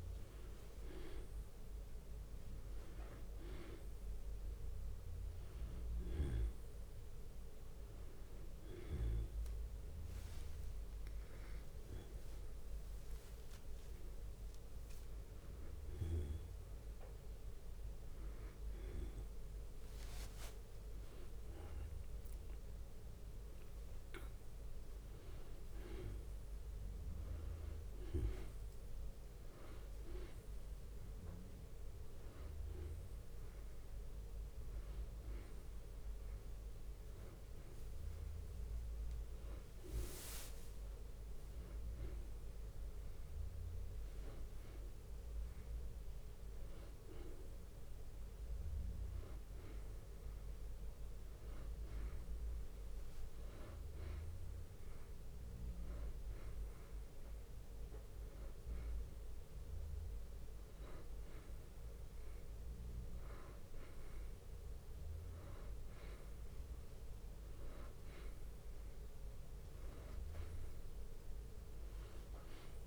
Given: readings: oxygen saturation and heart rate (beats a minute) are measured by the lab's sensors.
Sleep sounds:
a person awake in a sleep study, by a room microphone; none
0.00-11.00 s: bradycardia (device-marked, heart rate 53 extreme)
19.00-23.00 s: bradycardia (device-marked, heart rate 93 before, 56 extreme)
29.00-36.00 s: bradycardia (device-marked, heart rate 92 before, 58 extreme)
56.00-63.00 s: bradycardia (device-marked, heart rate 89 before, 56 extreme)
64.00-72.86 s: drop in pulse transit time (device-marked, heart rate 62 before, 56 extreme)
From the record:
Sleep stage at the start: awake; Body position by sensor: on the back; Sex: male

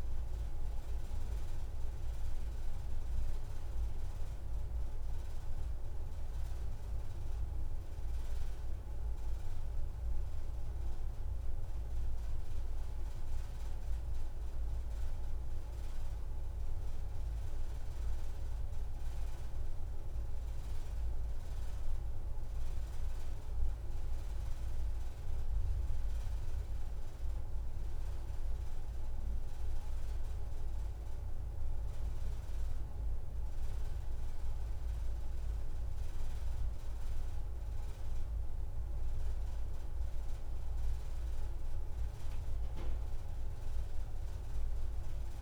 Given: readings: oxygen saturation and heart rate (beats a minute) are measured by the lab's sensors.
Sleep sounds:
breathing in sleep, hard to hear, by a room microphone; none
none scored
From the record:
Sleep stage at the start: N2 (light sleep); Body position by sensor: on the back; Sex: female

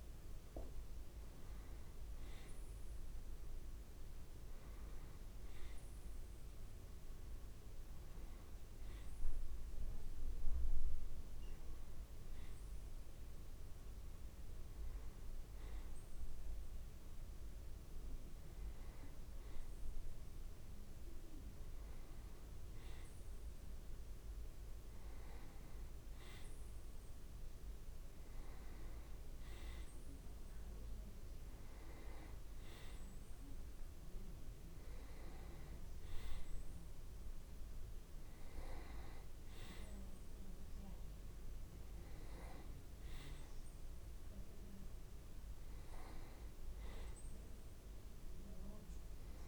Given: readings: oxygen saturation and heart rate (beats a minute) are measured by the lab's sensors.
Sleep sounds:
breathing in sleep, hard to hear, by a room microphone; none
11.00-41.00 s: new sleep stage, N2 (light sleep)
41.00-49.48 s: new sleep stage, N1 (lightest sleep)
From the record:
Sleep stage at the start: N1 (lightest sleep); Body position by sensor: on the back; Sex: male

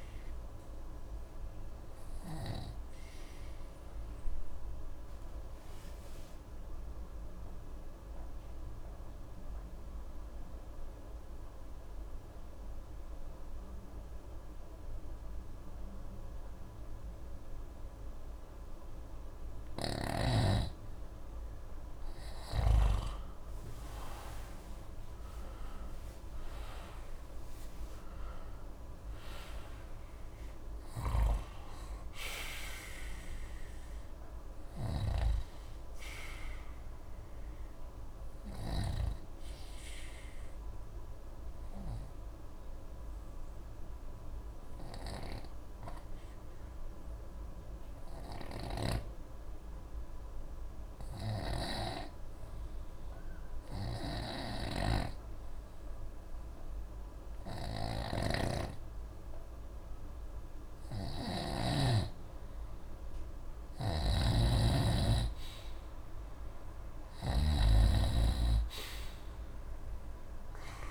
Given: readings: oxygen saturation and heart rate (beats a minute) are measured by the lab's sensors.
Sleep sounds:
breathing in sleep by a room microphone; 2
0.00-3.50 s: oxygen desaturation (device-marked, oxygen 88% lowest, heart rate 35 extreme)
1.00-21.50 s: obstructive apnea (oxygen 97% before, 88% lowest, heart rate 63 before, 56 extreme)
19.50-46.50 s: oxygen desaturation (device-marked, oxygen 97% before, 88% lowest, heart rate 71 before, 49 extreme)
25.00-29.50 s: arousal
31.00-39.00 s: snoring (device-marked)
42.00-60.00 s: obstructive apnea (oxygen 97% before, 88% lowest, heart rate 99 before, 49 extreme, up 55 after)
51.50-68.00 s: snoring (device-marked)
60.50-70.91 s: oxygen desaturation (device-marked, oxygen 97% before, 88% lowest, heart rate 90 before, 59 extreme)
69.00-70.91 s: arousal
From the record:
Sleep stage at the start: N2 (light sleep); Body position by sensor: on the right side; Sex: male

